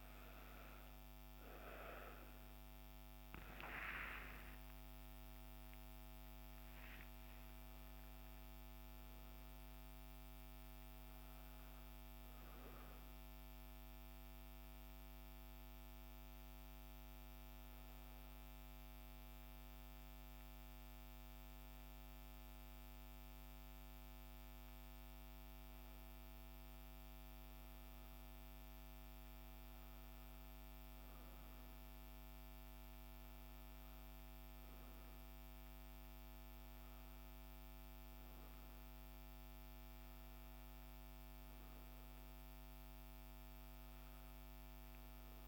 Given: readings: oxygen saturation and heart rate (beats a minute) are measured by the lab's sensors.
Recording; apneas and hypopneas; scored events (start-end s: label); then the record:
a person partly awake in a sleep study, hard to hear, by a microphone on the trachea; none
11.50-45.48 s: new sleep stage, N1 (lightest sleep)
From the record:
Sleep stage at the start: awake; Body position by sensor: on the back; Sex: female